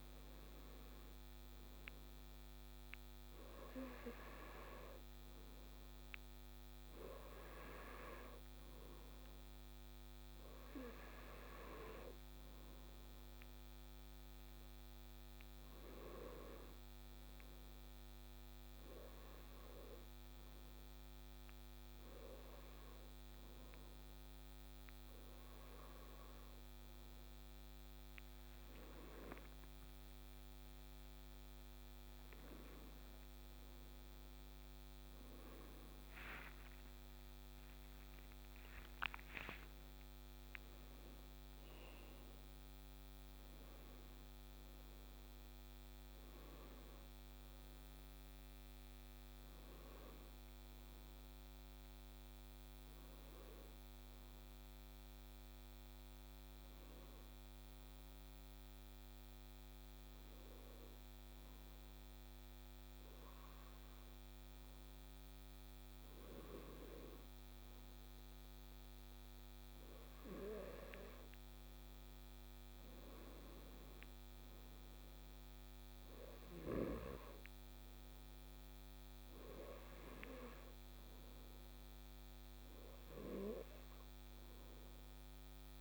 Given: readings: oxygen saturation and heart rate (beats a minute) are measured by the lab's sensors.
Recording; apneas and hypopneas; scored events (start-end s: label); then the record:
breathing in sleep by a microphone on the trachea; none
34.50-39.50 s: arousal
From the record:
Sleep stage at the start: N2 (light sleep); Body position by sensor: on the left side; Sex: male